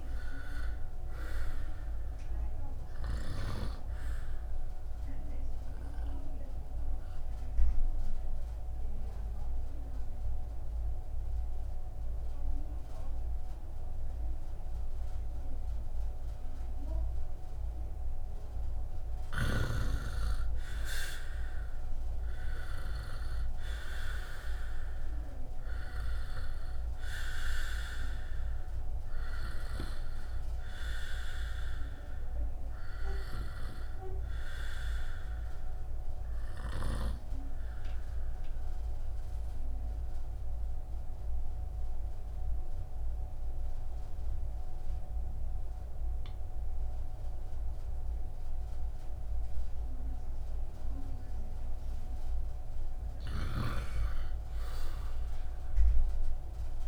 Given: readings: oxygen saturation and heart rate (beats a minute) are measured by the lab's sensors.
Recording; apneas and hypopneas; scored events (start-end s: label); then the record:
breathing in sleep by a room microphone; 2
5.00-18.50 s: obstructive apnea (oxygen 97% before, 88% lowest, heart rate 64 before, 62 extreme)
7.50-18.50 s: oxygen desaturation (device-marked, oxygen 96% before, 92% lowest, heart rate 64 before, 62 extreme)
21.00-25.00 s: arousal
30.50-43.50 s: oxygen desaturation (device-marked, oxygen 97% before, 88% lowest, heart rate 64 before, 61 extreme)
35.50-51.50 s: obstructive apnea (oxygen 97% before, 88% lowest, heart rate 64 before, 61 extreme)
53.00-56.88 s: arousal
53.50-56.88 s: snoring (device-marked)
From the record:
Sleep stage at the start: N2 (light sleep); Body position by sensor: on the right side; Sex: male